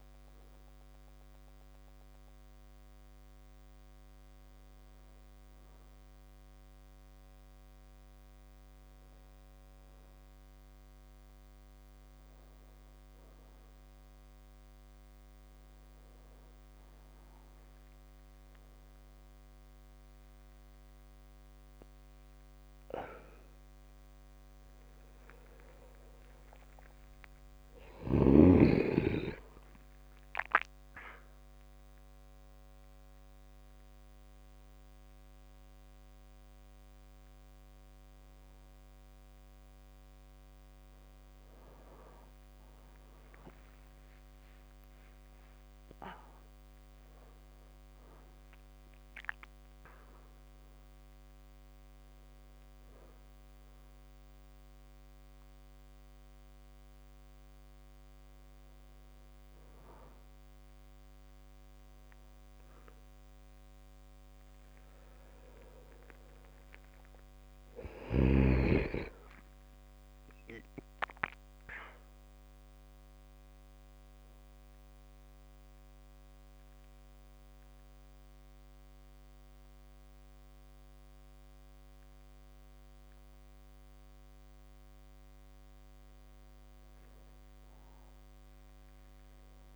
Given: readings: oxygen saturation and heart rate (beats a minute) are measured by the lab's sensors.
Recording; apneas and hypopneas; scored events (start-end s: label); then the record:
a person awake in a sleep study, by a microphone on the trachea; none
none scored
From the record:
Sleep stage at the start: awake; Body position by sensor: on the back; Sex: male